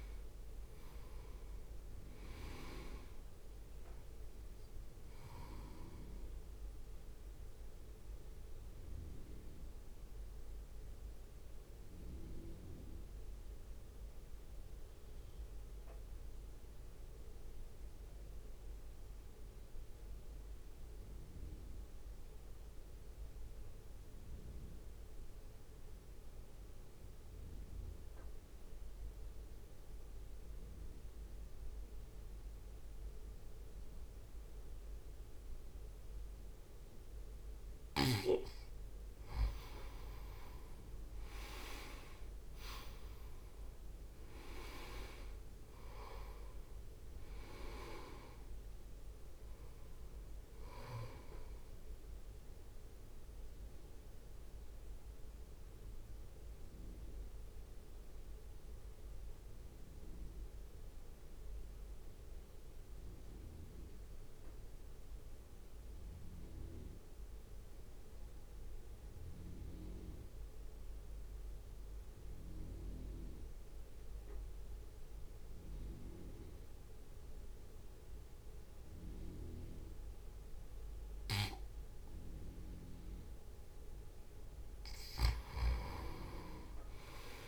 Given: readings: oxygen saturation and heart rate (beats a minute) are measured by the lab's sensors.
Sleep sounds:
breathing in sleep by a room microphone; 2
0.00-12.00 s: drop in pulse transit time (device-marked, heart rate 63 before, 54 extreme)
0.00-25.00 s: oxygen desaturation (device-marked, oxygen 89% lowest, heart rate 54 extreme)
6.50-38.50 s: mixed apnea (oxygen 98% before, 89% lowest, heart rate 61 before, 55 extreme, up 1 after)
38.00-70.00 s: oxygen desaturation (device-marked, oxygen 98% before, 89% lowest, heart rate 62 before, 55 extreme)
45.00-48.50 s: arousal
45.00-58.00 s: drop in pulse transit time (device-marked, heart rate 64 before, 55 extreme)
53.00-83.00 s: mixed apnea (oxygen 98% before, 89% lowest, heart rate 61 before, 55 extreme, up 2 after)
81.00-87.48 s: oxygen desaturation (device-marked, oxygen 98% before, 89% lowest, heart rate 62 before, 55 extreme)
86.00-87.48 s: drop in pulse transit time (device-marked, heart rate 62 before, 55 extreme)
From the record:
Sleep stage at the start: N2 (light sleep); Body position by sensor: on the right side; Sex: male

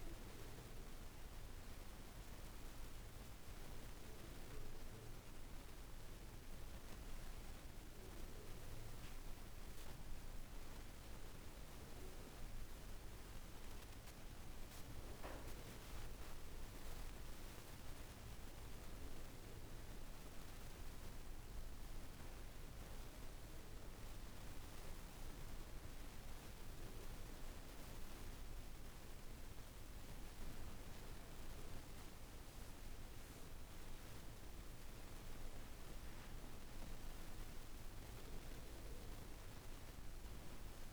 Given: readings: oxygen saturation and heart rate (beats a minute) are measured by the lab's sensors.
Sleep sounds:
breathing in sleep, hard to hear, by a room microphone; 1
17.50-30.50 s: oxygen desaturation (device-marked, oxygen 96% before, 92% lowest, heart rate 56 before, 55 extreme)
21.00-33.50 s: hypopnea (oxygen 96% before, 91% lowest, heart rate 56 before, 55 extreme, up 2 after)
37.00-40.50 s: arousal
From the record:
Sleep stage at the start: N1 (lightest sleep); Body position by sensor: on the back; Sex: female

